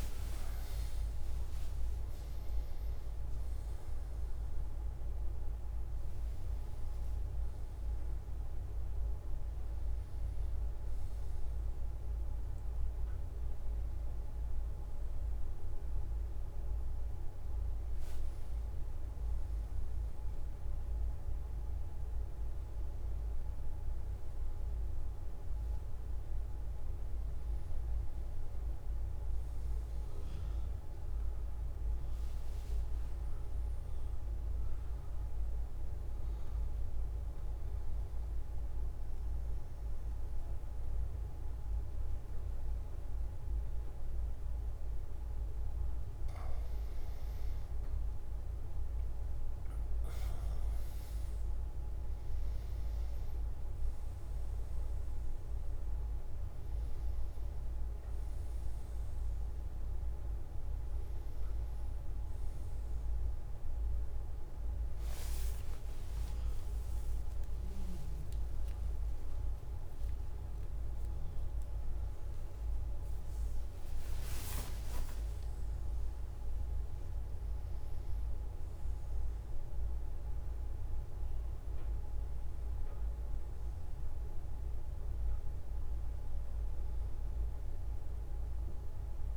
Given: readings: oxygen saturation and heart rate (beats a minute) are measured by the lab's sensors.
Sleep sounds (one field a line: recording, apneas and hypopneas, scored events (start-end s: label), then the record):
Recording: breathing in sleep, hard to hear, by a room microphone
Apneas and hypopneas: 1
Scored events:
37.50-47.50 s: obstructive apnea (oxygen 98% before, 94% lowest)
52.00-69.00 s: oxygen desaturation (device-marked, oxygen 98% before, 94% lowest)
From the record:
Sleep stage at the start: N1 (lightest sleep)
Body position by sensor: on the back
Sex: male